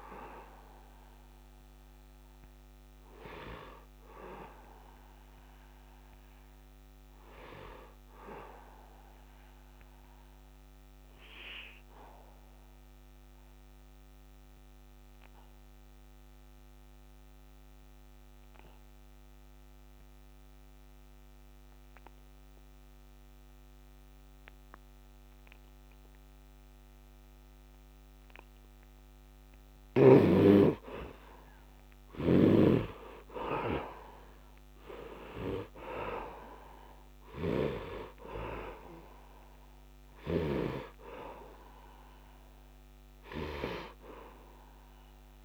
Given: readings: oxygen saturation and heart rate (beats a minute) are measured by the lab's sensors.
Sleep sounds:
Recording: breathing in sleep by a microphone on the trachea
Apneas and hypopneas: 1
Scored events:
0.00-10.50 s: oxygen desaturation (device-marked, oxygen 68% lowest, heart rate 71 extreme)
2.50-30.50 s: obstructive apnea (oxygen 89% before, 68% lowest, heart rate 80 before, 71 extreme, up 14 after)
26.50-45.45 s: oxygen desaturation (device-marked, oxygen 99% before, 76% lowest, heart rate 74 before, 76 extreme)
33.00-38.50 s: arousal
From the record:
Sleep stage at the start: REM sleep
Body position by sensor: on the back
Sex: male

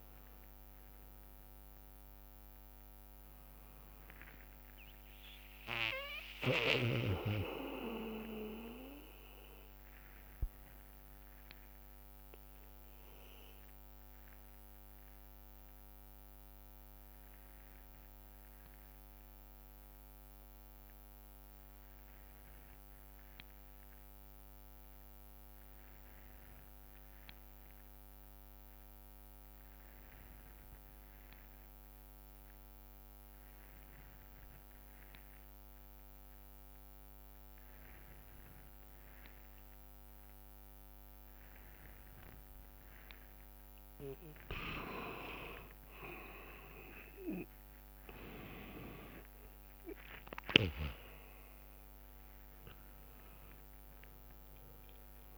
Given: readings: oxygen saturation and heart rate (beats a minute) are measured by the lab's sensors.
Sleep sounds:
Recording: breathing in sleep by a microphone on the trachea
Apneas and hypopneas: 1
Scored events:
0.00-8.00 s: drop in pulse transit time (device-marked, heart rate 66 extreme)
0.00-18.00 s: oxygen desaturation (device-marked, oxygen 82% lowest, heart rate 57 extreme)
4.50-6.50 s: long interval between heartbeats (device-marked, heart rate 76 before, 80 extreme)
8.00-10.00 s: long interval between heartbeats (device-marked, heart rate 80 before, 98 extreme)
11.00-43.00 s: obstructive apnea (oxygen 95% before, 84% lowest, heart rate 86 before, 55 extreme, up 43 after)
12.00-23.00 s: bradycardia (device-marked, heart rate 67 before, 57 extreme)
34.00-55.38 s: oxygen desaturation (device-marked, oxygen 99% before, 85% lowest, heart rate 60 before, 55 extreme)
43.00-45.00 s: long interval between heartbeats (device-marked, heart rate 62 before, 80 extreme)
47.00-52.00 s: tachycardia (device-marked, heart rate 67 before, 107 extreme)
47.00-52.50 s: arousal
47.00-55.38 s: drop in pulse transit time (device-marked, heart rate 66 before, 65 extreme)
49.00-51.00 s: long interval between heartbeats (device-marked, heart rate 69 before, 93 extreme)
From the record:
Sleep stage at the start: N2 (light sleep)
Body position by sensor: on the back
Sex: male

